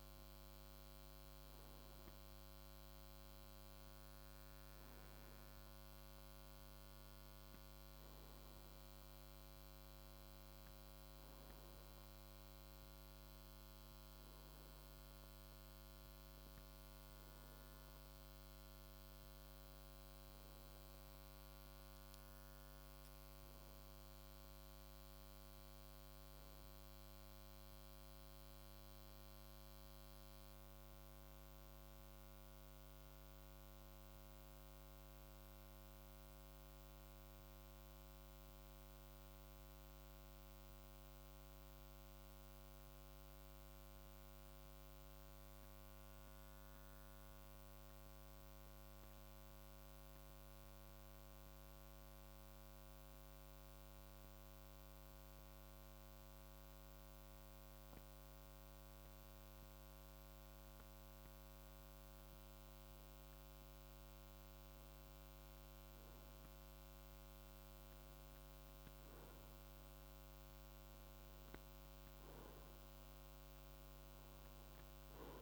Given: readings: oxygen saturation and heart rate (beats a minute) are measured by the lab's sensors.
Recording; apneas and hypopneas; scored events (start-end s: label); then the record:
breathing in sleep, hard to hear, by a microphone on the trachea; 1
13.50-38.50 s: oxygen desaturation (device-marked, oxygen 93% before, 90% lowest, heart rate 56 before, 54 extreme)
30.50-35.00 s: arousal
37.00-56.50 s: central apnea (oxygen 93% before, 90% lowest, heart rate 56 before, 54 extreme, up 0 after)
58.50-62.50 s: arousal
67.50-75.42 s: oxygen desaturation (device-marked, oxygen 95% before, 90% lowest, heart rate 54 before, 54 extreme)
From the record:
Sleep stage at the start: N2 (light sleep); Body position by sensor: on the right side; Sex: male